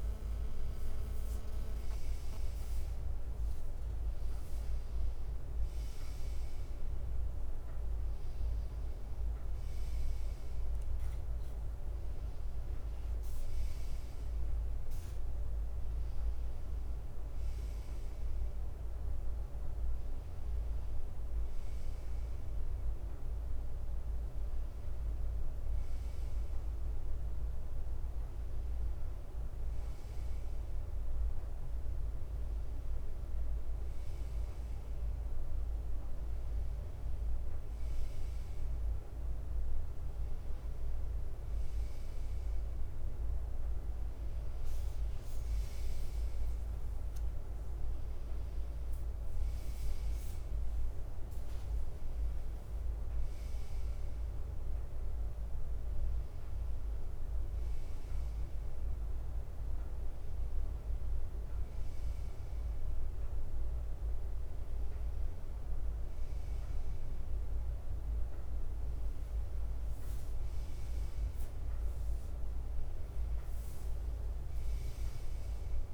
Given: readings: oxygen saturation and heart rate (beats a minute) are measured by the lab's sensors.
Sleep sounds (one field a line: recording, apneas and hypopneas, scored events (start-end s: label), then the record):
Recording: breathing in sleep, hard to hear, by a room microphone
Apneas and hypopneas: none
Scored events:
0.00-5.50 s: leg movement (device-marked)
13.00-17.50 s: leg movement (device-marked)
45.50-49.50 s: leg movement (device-marked)
69.00-72.50 s: leg movement (device-marked)
From the record:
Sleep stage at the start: N2 (light sleep)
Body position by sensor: on the right side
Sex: male